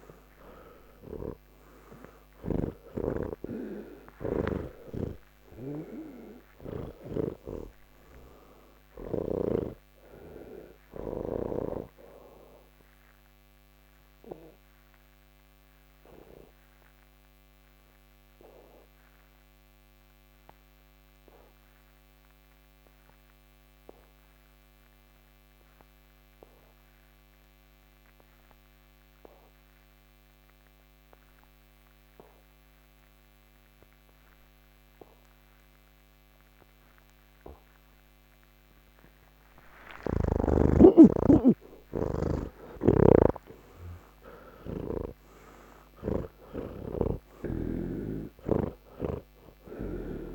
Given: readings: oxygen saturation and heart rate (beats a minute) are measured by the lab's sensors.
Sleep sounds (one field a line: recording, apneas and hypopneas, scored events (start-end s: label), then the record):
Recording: breathing in sleep by a microphone on the trachea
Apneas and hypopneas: 1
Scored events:
0.00-2.50 s: snoring (device-marked)
0.00-29.00 s: oxygen desaturation (device-marked, oxygen 85% lowest, heart rate 150 extreme)
7.00-11.50 s: snoring (device-marked)
12.00-43.00 s: obstructive apnea (oxygen 99% before, 81% lowest, heart rate 198 before, 144 extreme, up 19 after)
41.00-47.00 s: oxygen desaturation (device-marked, oxygen 99% before, 93% lowest, heart rate 180 before, 144 extreme)
42.50-50.35 s: snoring (device-marked)
49.00-50.35 s: oxygen desaturation (device-marked, oxygen 96% before, 81% lowest, heart rate 179 before, 69 extreme)
From the record:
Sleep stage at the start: N3 (deep sleep)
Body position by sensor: on the back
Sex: male